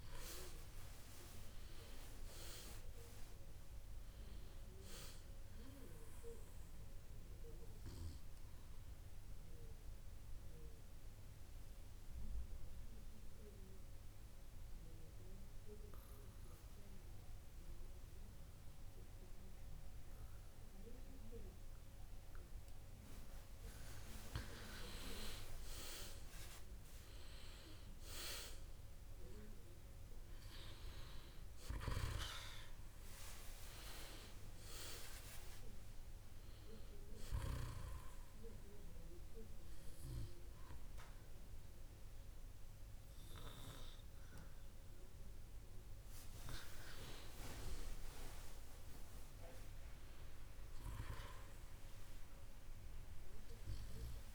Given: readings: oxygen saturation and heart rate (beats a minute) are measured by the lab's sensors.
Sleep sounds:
breathing in sleep by a room microphone; 2
8.00-24.50 s: obstructive apnea (oxygen 98% before, 94% lowest, heart rate 64 before, 55 extreme, up 13 after)
26.00-29.50 s: arousal
32.00-38.00 s: oxygen desaturation (device-marked, oxygen 98% before, 95% lowest, heart rate 59 before, 56 extreme)
37.50-47.50 s: obstructive apnea (oxygen 98% before, 94% lowest, heart rate 62 before, 56 extreme, up 6 after)
49.00-52.50 s: arousal
From the record:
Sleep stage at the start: N2 (light sleep); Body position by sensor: on the back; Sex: male

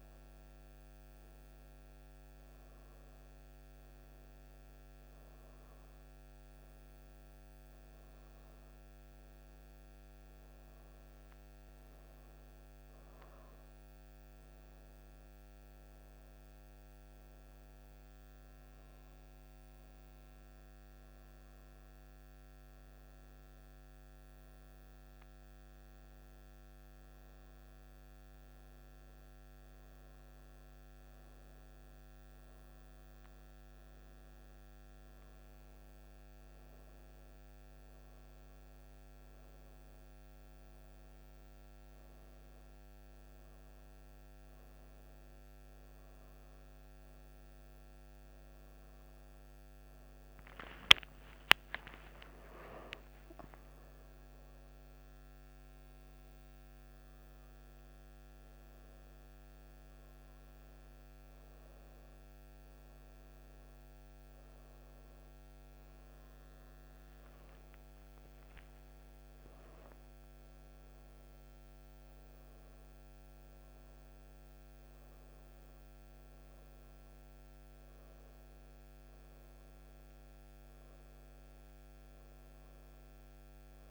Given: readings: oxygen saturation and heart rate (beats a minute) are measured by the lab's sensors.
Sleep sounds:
breathing in sleep, hard to hear, by a microphone on the trachea; none
50.50-55.00 s: arousal
From the record:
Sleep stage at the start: N1 (lightest sleep); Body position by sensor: on the right side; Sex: female

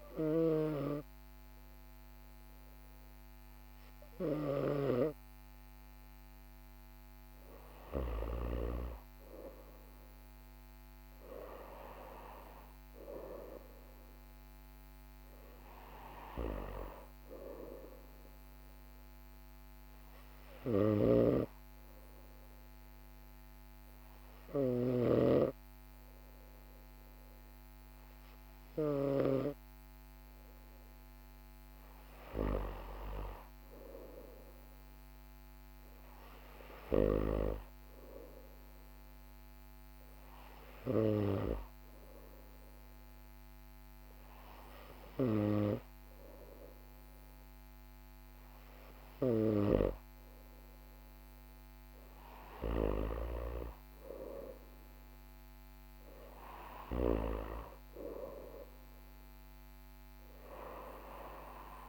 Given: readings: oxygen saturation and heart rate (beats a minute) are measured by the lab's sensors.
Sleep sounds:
breathing in sleep by a microphone on the trachea; none
none scored
From the record:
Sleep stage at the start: N2 (light sleep); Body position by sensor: on the right side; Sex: male

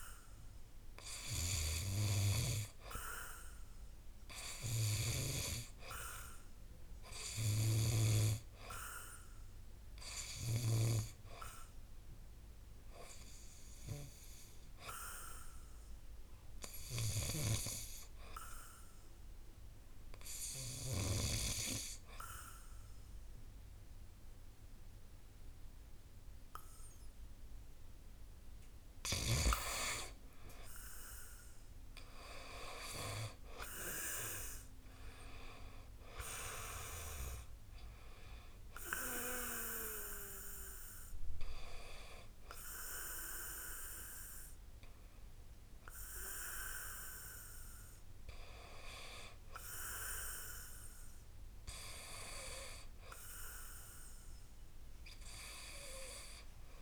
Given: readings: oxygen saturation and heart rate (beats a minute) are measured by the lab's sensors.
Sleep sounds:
breathing in sleep by a room microphone; 1
1.50-5.00 s: arousal
5.50-23.50 s: oxygen desaturation (device-marked, oxygen 93% before, 85% lowest, heart rate 63 before, 61 extreme)
15.00-28.50 s: hypopnea (oxygen 93% before, 84% lowest, heart rate 64 before, 61 extreme, up 8 after)
31.00-35.00 s: arousal
36.50-56.82 s: oxygen desaturation (device-marked, oxygen 92% before, 84% lowest, heart rate 66 before, 58 extreme)
From the record:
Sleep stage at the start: N2 (light sleep); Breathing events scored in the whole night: 109 in 4.7 hours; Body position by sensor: on the back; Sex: male

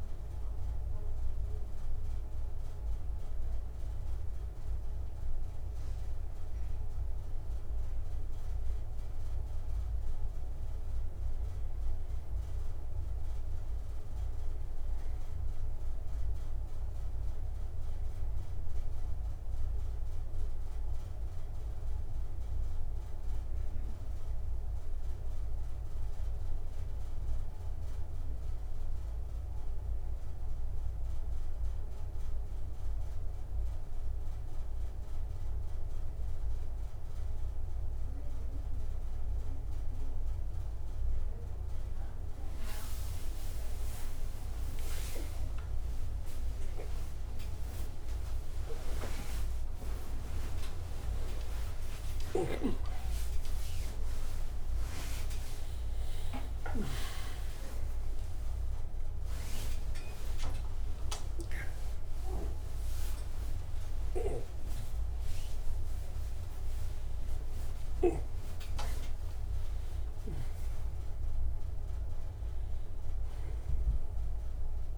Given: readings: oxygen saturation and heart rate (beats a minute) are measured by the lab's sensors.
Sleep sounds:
a person awake in a sleep study, by a room microphone; none
53.00-57.50 s: snoring (device-marked)
From the record:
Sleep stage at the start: awake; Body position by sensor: on the back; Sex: male

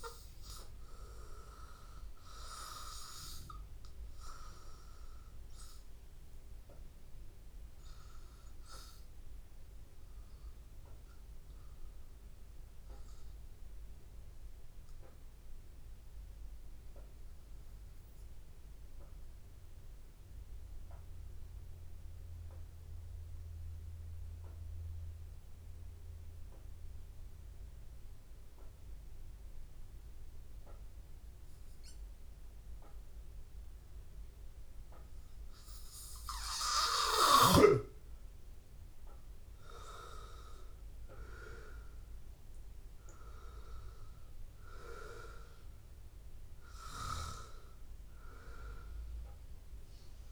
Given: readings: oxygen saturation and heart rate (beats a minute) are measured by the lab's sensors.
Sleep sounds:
breathing in sleep by a room microphone; 1
0.00-13.50 s: oxygen desaturation (device-marked, oxygen 93% lowest, heart rate 81 extreme)
15.50-31.50 s: hypopnea (oxygen 98% before, 91% lowest, heart rate 84 before, 82 extreme, up 0 after)
30.50-50.32 s: oxygen desaturation (device-marked, oxygen 98% before, 91% lowest, heart rate 83 before, 82 extreme)
39.50-44.50 s: arousal
From the record:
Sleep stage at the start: N2 (light sleep); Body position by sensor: on the back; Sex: male

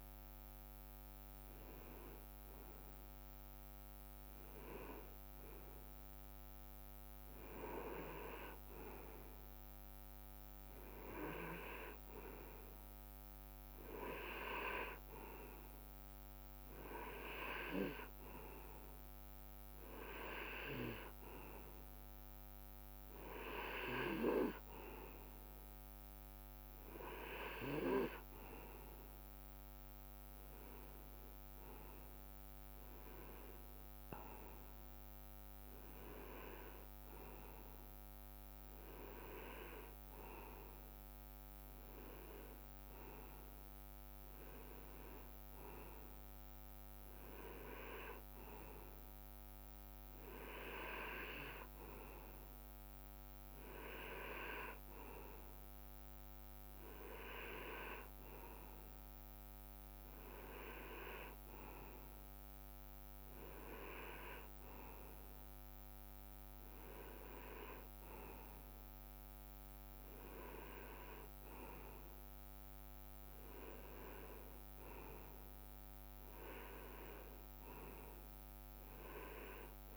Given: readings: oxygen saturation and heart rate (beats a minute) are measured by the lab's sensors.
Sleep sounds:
breathing in sleep by a microphone on the trachea; none
none scored
From the record:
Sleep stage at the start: REM sleep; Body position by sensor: on the right side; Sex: male

